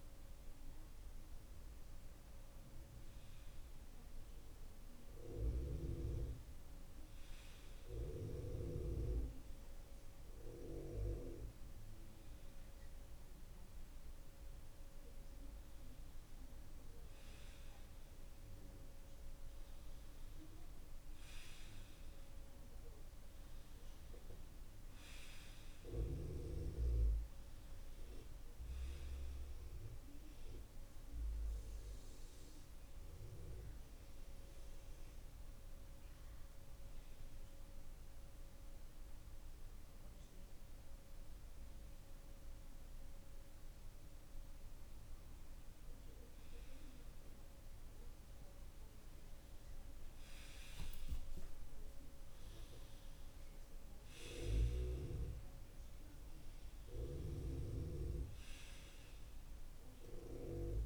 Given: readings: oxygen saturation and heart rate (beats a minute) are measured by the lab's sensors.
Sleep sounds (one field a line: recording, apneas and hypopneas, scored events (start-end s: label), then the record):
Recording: breathing in sleep by a room microphone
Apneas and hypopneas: none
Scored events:
26.50-31.00 s: arousal
51.00-56.00 s: arousal
From the record:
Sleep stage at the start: N2 (light sleep)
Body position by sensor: on the left side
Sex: male